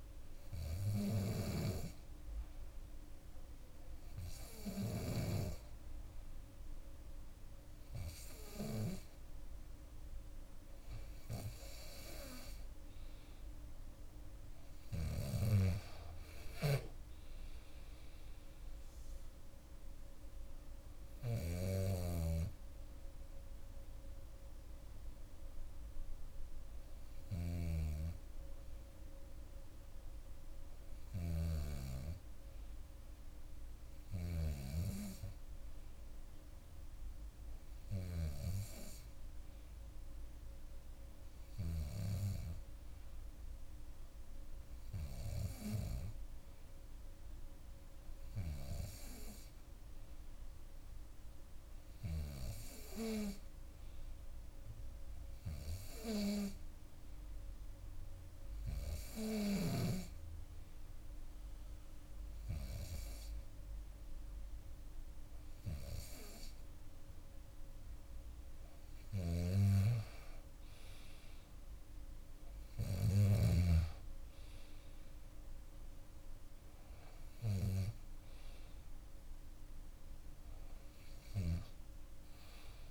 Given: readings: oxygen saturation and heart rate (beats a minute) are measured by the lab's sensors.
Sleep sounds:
breathing in sleep by a room microphone; none
16.50-20.00 s: arousal
21.50-27.50 s: snoring (device-marked)
69.00-73.50 s: snoring (device-marked)
77.50-81.50 s: arousal
From the record:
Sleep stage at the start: N2 (light sleep); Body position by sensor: on the back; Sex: female

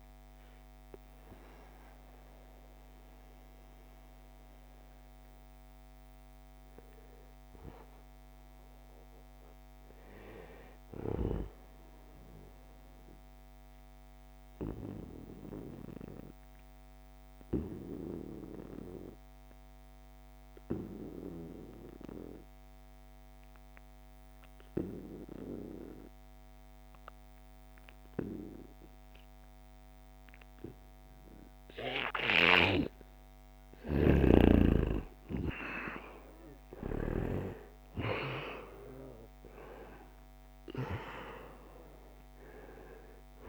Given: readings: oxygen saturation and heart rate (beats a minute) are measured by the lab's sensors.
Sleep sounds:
breathing in sleep by a microphone on the trachea; 1
0.00-4.50 s: oxygen desaturation (device-marked, oxygen 87% lowest, heart rate 65 extreme)
7.00-11.50 s: arousal
14.00-31.50 s: obstructive apnea (oxygen 98% before, 91% lowest, heart rate 81 before, 71 extreme, up 3 after)
32.50-43.49 s: oxygen desaturation (device-marked, oxygen 97% before, 91% lowest, heart rate 73 before, 64 extreme)
33.00-36.50 s: snoring (device-marked)
33.00-38.50 s: arousal
From the record:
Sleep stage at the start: N2 (light sleep); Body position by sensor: on the right side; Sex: male

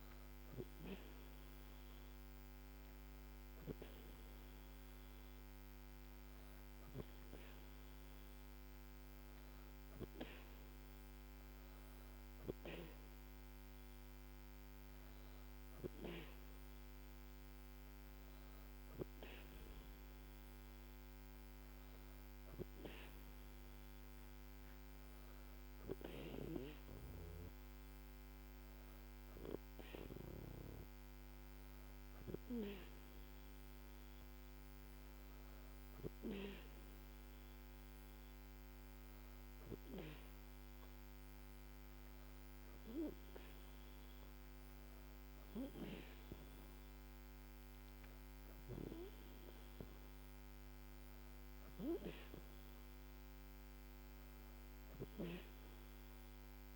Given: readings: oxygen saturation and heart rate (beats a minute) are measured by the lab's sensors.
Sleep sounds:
breathing in sleep by a microphone on the trachea; none
none scored
From the record:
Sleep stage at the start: N2 (light sleep); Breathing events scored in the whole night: 206 in 7.8 hours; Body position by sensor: on the back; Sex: female

